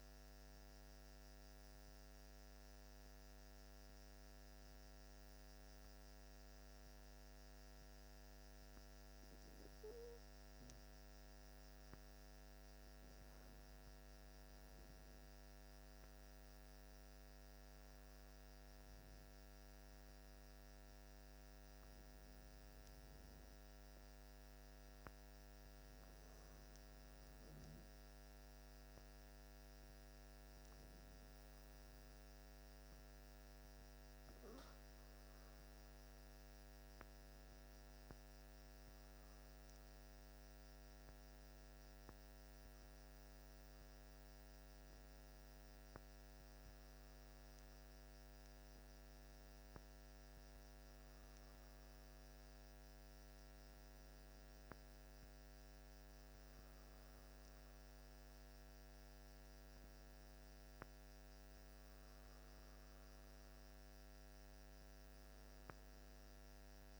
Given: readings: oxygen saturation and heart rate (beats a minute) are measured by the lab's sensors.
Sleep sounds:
breathing in sleep, hard to hear, by a microphone on the trachea; none
50.50-67.00 s: new sleep stage, N1 (lightest sleep)
From the record:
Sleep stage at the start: N2 (light sleep); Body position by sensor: on the back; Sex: male

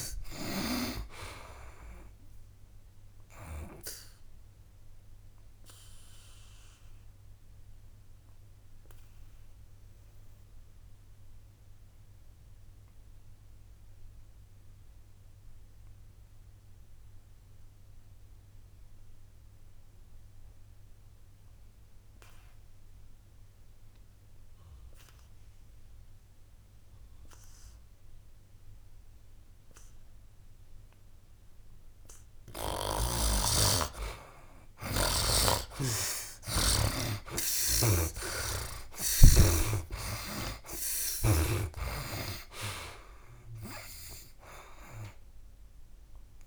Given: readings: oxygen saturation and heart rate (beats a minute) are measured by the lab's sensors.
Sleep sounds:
breathing in sleep by a room microphone; 1
0.00-21.50 s: oxygen desaturation (device-marked, oxygen 70% lowest, heart rate 63 extreme)
3.50-32.50 s: obstructive apnea (oxygen 99% before, 70% lowest, heart rate 73 before, 63 extreme, up 15 after)
34.50-46.47 s: oxygen desaturation (device-marked, oxygen 98% before, 72% lowest, heart rate 64 before, 62 extreme)
38.00-42.00 s: arousal
From the record:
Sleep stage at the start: N2 (light sleep); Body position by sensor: on the back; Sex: male

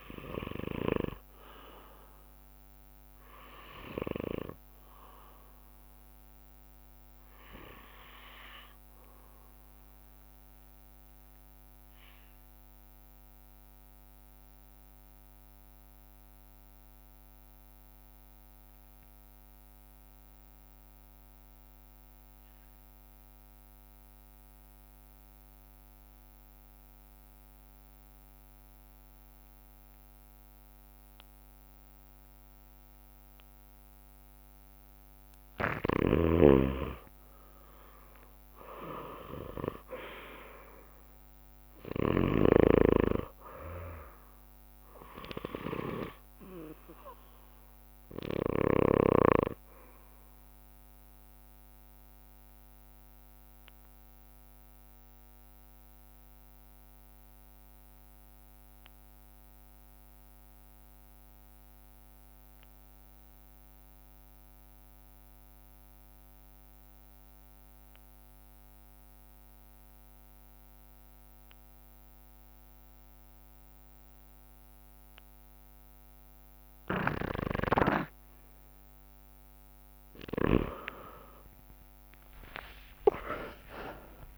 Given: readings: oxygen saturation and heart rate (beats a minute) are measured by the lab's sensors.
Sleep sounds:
breathing in sleep by a microphone on the trachea; 2
0.00-16.00 s: bradycardia (device-marked)
0.00-18.00 s: oxygen desaturation (device-marked, oxygen 86% lowest)
5.00-34.00 s: obstructive apnea (oxygen 99% before, 86% lowest)
36.00-42.50 s: snoring (device-marked)
37.50-41.50 s: arousal
43.00-84.38 s: new sleep stage, REM sleep
46.00-61.00 s: oxygen desaturation (device-marked, oxygen 97% before, 90% lowest)
52.00-77.50 s: obstructive apnea (oxygen 100% before, 86% lowest)
74.00-84.38 s: oxygen desaturation (device-marked, oxygen 98% before, 86% lowest)
82.00-84.38 s: arousal
82.50-84.38 s: long interval between heartbeats (device-marked)
From the record:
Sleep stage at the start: N2 (light sleep); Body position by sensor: on the right side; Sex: male

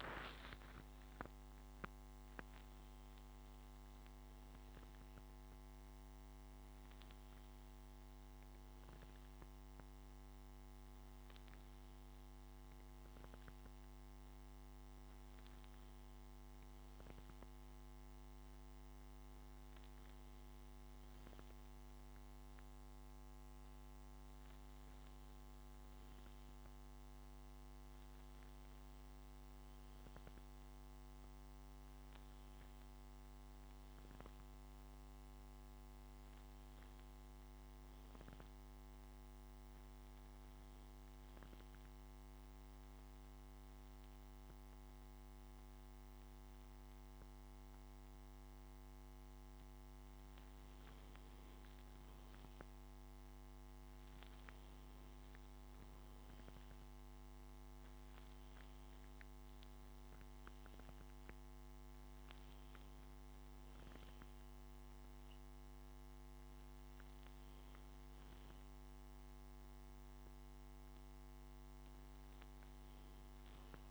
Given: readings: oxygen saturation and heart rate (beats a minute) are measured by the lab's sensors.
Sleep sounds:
breathing in sleep, hard to hear, by a microphone on the trachea; 1
0.00-3.50 s: arousal
30.50-35.00 s: arousal
41.00-51.50 s: obstructive apnea (oxygen 95% before, 93% lowest, heart rate 71 before, 66 extreme, up 8 after)
54.50-58.50 s: arousal
From the record:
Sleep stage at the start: N2 (light sleep); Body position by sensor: on the back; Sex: male

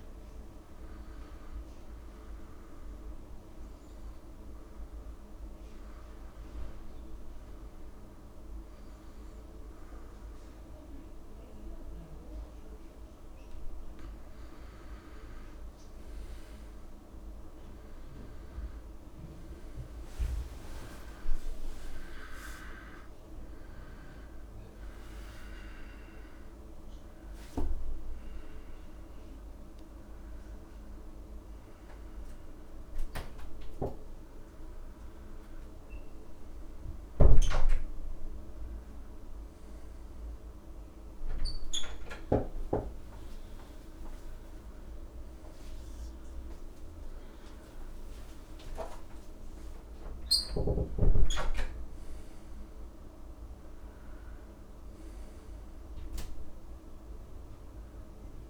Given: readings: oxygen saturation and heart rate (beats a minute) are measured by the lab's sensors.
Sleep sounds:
breathing in sleep by a room microphone; 1
2.50-14.00 s: hypopnea (oxygen 96% before, 90% lowest)
15.00-19.00 s: arousal
18.50-35.50 s: oxygen desaturation (device-marked, oxygen 93% before, 90% lowest)
43.50-58.49 s: new sleep stage, N1 (lightest sleep)
From the record:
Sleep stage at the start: N2 (light sleep); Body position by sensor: on the back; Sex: male

